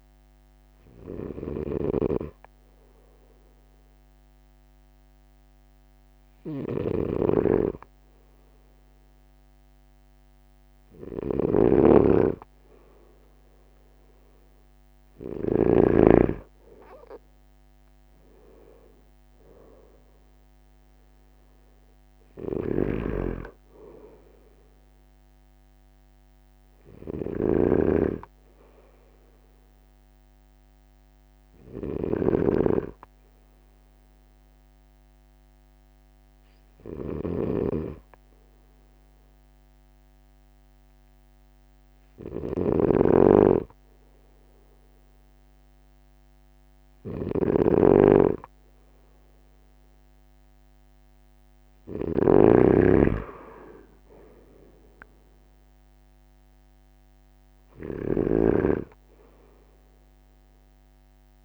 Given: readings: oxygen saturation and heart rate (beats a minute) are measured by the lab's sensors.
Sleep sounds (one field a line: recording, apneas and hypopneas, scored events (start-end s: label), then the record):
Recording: breathing in sleep by a microphone on the trachea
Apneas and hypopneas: 1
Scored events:
0.00-15.50 s: snoring (device-marked)
22.00-61.44 s: snoring (device-marked)
33.00-44.00 s: obstructive apnea (oxygen 94% before, 93% lowest, heart rate 48 before, 44 extreme, up 2 after)
47.50-52.00 s: arousal
From the record:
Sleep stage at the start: N2 (light sleep)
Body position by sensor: on the right side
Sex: male